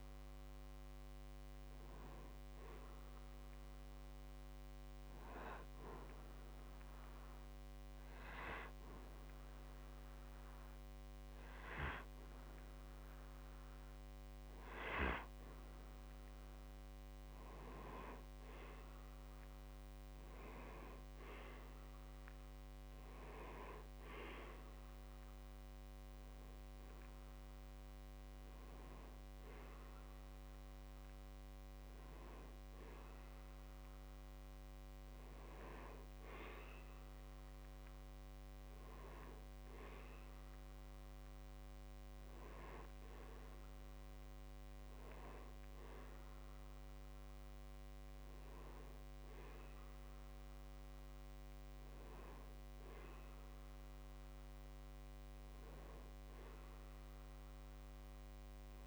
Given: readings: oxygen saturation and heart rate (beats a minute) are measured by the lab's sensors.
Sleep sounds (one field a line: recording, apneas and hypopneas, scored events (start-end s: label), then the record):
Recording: breathing in sleep by a microphone on the trachea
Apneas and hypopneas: 1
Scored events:
5.00-16.00 s: hypopnea (oxygen 93% before, 88% lowest, heart rate 64 before, 52 extreme, up 1 after)
19.00-23.50 s: arousal
21.00-40.00 s: oxygen desaturation (device-marked, oxygen 93% before, 88% lowest, heart rate 58 before, 52 extreme)
From the record:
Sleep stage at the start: N2 (light sleep)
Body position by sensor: on the back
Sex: male